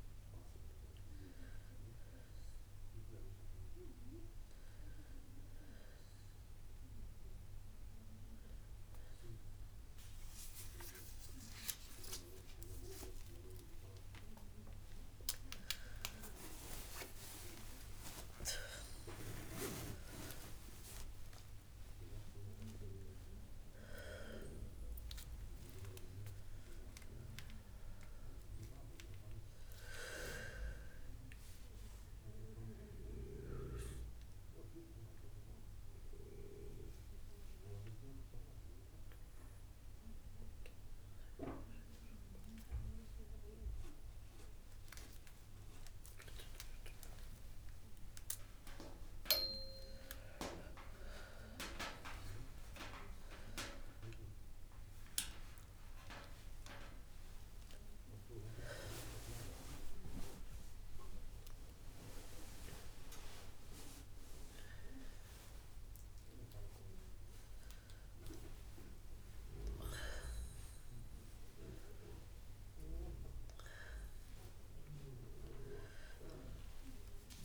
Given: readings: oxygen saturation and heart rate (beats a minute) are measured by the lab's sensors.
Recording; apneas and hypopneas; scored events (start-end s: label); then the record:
a person awake in a sleep study, by a room microphone; none
61.00-69.00 s: oxygen desaturation (device-marked, oxygen 98% before, 93% lowest, heart rate 66 before, 67 extreme)
From the record:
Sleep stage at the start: awake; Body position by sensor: on the back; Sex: female